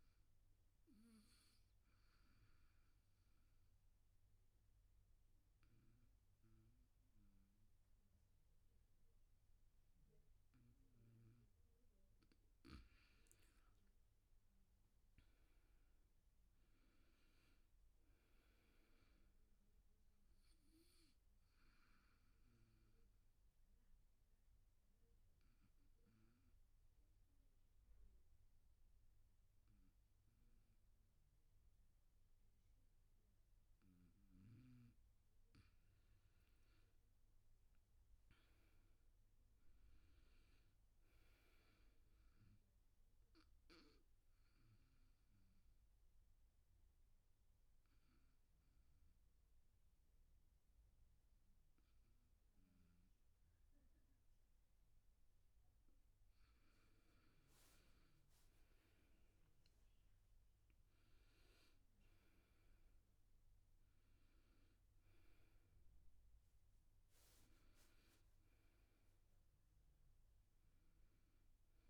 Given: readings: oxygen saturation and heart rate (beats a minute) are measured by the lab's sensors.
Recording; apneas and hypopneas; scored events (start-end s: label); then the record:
breathing in sleep, hard to hear, by a room microphone; 3
0.00-14.00 s: oxygen desaturation (device-marked, oxygen 91% lowest, heart rate 69 extreme)
0.50-11.50 s: obstructive apnea (oxygen 100% before, 90% lowest, heart rate 79 before, 69 extreme, up 6 after)
13.50-16.00 s: arousal
21.00-35.00 s: obstructive apnea (oxygen 100% before, 90% lowest, heart rate 80 before, 69 extreme, up 16 after)
23.00-34.00 s: oxygen desaturation (device-marked, oxygen 98% before, 91% lowest, heart rate 79 before, 70 extreme)
37.00-40.50 s: arousal
40.00-55.00 s: oxygen desaturation (device-marked, oxygen 98% before, 90% lowest, heart rate 73 before, 72 extreme)
43.50-56.00 s: obstructive apnea (oxygen 98% before, 89% lowest, heart rate 73 before, 70 extreme, up 7 after)
57.50-61.00 s: arousal
61.00-71.90 s: oxygen desaturation (device-marked, oxygen 98% before, 90% lowest, heart rate 79 before, 70 extreme)
From the record:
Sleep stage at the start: N2 (light sleep); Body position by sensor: on the back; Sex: male